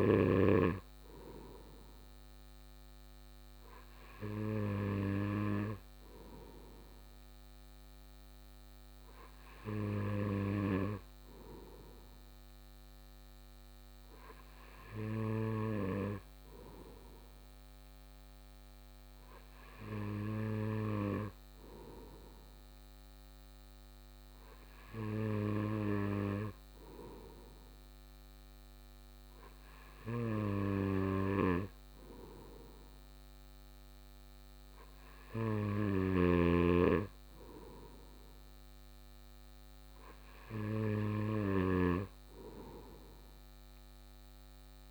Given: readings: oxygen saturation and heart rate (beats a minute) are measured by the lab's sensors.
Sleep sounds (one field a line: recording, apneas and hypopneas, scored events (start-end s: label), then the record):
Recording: breathing in sleep by a microphone on the trachea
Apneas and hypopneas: none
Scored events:
none scored
From the record:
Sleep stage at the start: N2 (light sleep)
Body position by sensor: on the right side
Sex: male